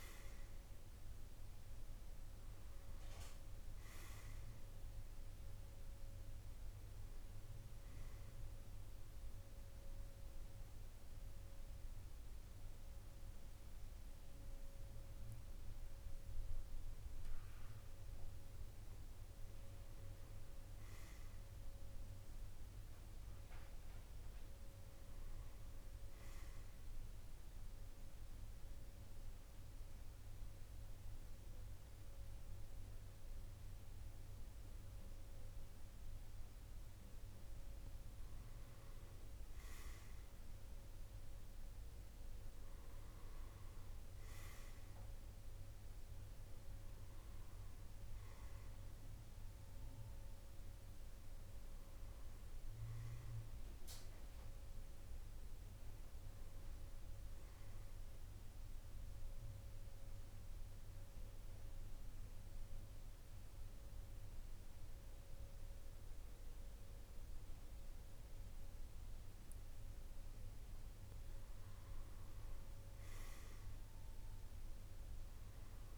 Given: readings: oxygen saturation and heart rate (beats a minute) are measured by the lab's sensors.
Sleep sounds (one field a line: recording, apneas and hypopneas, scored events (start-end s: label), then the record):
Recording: breathing in sleep, hard to hear, by a room microphone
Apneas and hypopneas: 3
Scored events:
0.00-14.50 s: oxygen desaturation (device-marked, oxygen 92% lowest, heart rate 49 extreme)
8.50-18.50 s: central apnea (oxygen 99% before, 92% lowest, heart rate 54 before, 49 extreme, up 5 after)
20.50-23.00 s: arousal
27.00-38.00 s: central apnea (oxygen 98% before, 93% lowest, heart rate 52 before, 49 extreme, up 6 after)
42.50-47.00 s: arousal
58.50-71.00 s: obstructive apnea (oxygen 96% before, 93% lowest, heart rate 53 before, 48 extreme, up 8 after)
73.50-75.97 s: arousal
From the record:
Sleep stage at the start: N2 (light sleep)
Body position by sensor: on the back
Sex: male